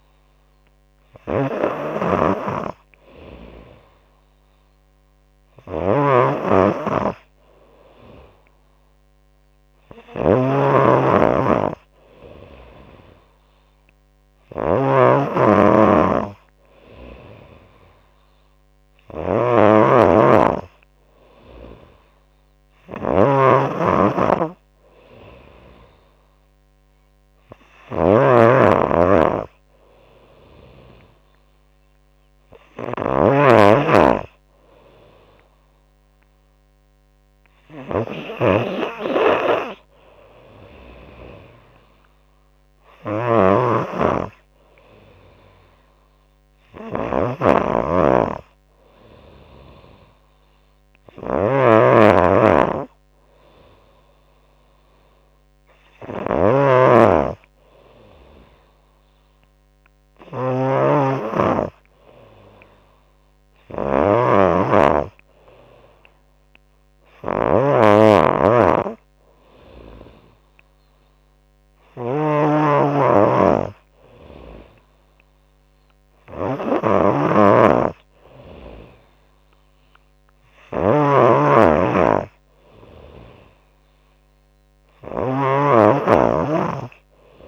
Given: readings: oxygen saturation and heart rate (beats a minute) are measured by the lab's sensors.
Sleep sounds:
breathing in sleep by a microphone on the trachea; none
0.00-62.50 s: bradycardia (device-marked)
0.00-87.48 s: snoring (device-marked)
1.50-3.50 s: long interval between heartbeats (device-marked, heart rate 62 before, 40 extreme)
6.00-8.00 s: long interval between heartbeats (device-marked, heart rate 59 before, 36 extreme)
7.50-17.50 s: drop in pulse transit time (device-marked)
16.50-18.50 s: long interval between heartbeats (device-marked, heart rate 39 before, 27 extreme)
28.50-32.50 s: drop in pulse transit time (device-marked)
33.50-35.50 s: long interval between heartbeats (device-marked)
From the record:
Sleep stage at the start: N3 (deep sleep); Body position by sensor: on the back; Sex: female

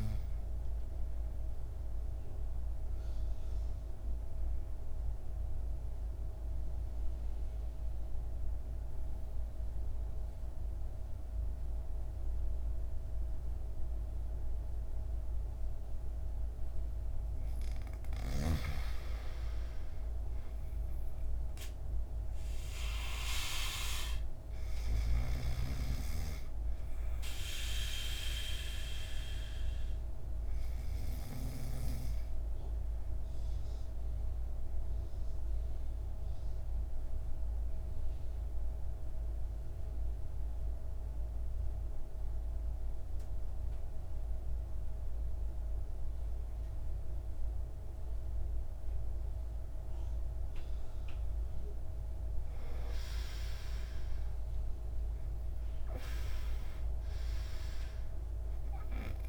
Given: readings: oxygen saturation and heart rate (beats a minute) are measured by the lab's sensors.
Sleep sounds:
breathing in sleep by a room microphone; 2
0.00-18.00 s: oxygen desaturation (device-marked, oxygen 90% lowest, heart rate 53 extreme)
1.50-17.50 s: mixed apnea (oxygen 98% before, 85% lowest, heart rate 63 before, 53 extreme, up 6 after)
20.00-23.00 s: arousal
27.00-45.00 s: oxygen desaturation (device-marked, oxygen 99% before, 91% lowest, heart rate 56 before, 54 extreme)
28.50-51.00 s: obstructive apnea (oxygen 99% before, 85% lowest, heart rate 56 before, 52 extreme, up 13 after)
53.50-57.00 s: arousal
54.00-57.00 s: oxygen desaturation (device-marked, oxygen 98% before, 94% lowest, heart rate 56 before, 52 extreme)
From the record:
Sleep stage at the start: N2 (light sleep); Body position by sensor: on the back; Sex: male

